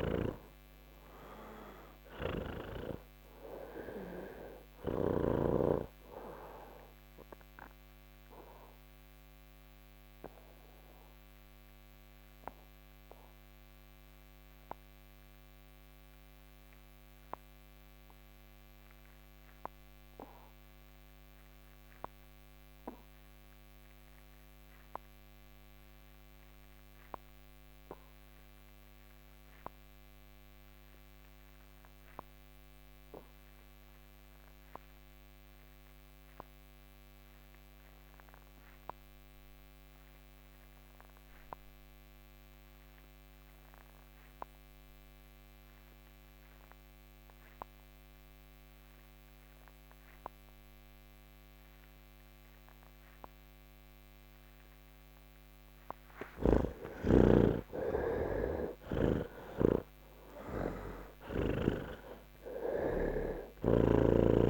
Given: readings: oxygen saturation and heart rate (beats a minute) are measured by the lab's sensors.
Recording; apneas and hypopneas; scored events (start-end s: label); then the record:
breathing in sleep by a microphone on the trachea; 1
0.00-5.50 s: snoring (device-marked)
0.00-23.50 s: oxygen desaturation (device-marked, oxygen 68% lowest, heart rate 40 extreme)
9.50-54.00 s: mixed apnea (oxygen 92% before, 65% lowest, heart rate 112 before, 40 extreme)
25.50-64.50 s: oxygen desaturation (device-marked, oxygen 98% before, 65% lowest, heart rate 132 before, 40 extreme)
From the record:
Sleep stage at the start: N3 (deep sleep); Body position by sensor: on the back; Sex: male